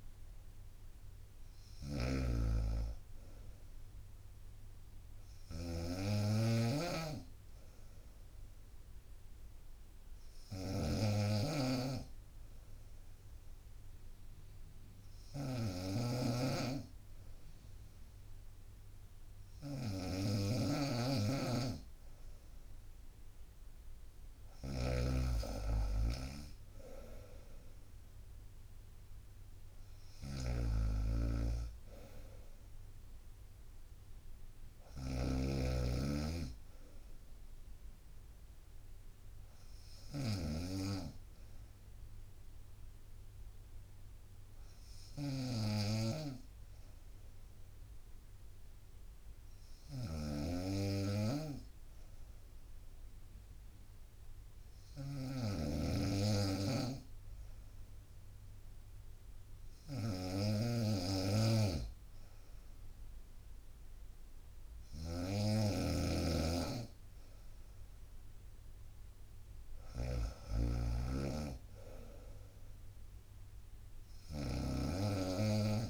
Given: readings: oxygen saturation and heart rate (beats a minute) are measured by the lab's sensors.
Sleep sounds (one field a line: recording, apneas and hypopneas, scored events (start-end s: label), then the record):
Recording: breathing in sleep by a room microphone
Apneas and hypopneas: 2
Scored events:
0.00-75.90 s: snoring (device-marked)
6.50-21.00 s: obstructive apnea (oxygen 95% before, 93% lowest, heart rate 65 before, 61 extreme, up 3 after)
23.00-26.50 s: arousal
26.00-40.00 s: drop in pulse transit time (device-marked, heart rate 66 before, 65 extreme)
42.00-58.50 s: obstructive apnea (oxygen 94% before, 93% lowest, heart rate 66 before, 62 extreme, up 2 after)
60.50-63.50 s: arousal
From the record:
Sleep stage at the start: N2 (light sleep)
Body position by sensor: on the right side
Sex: female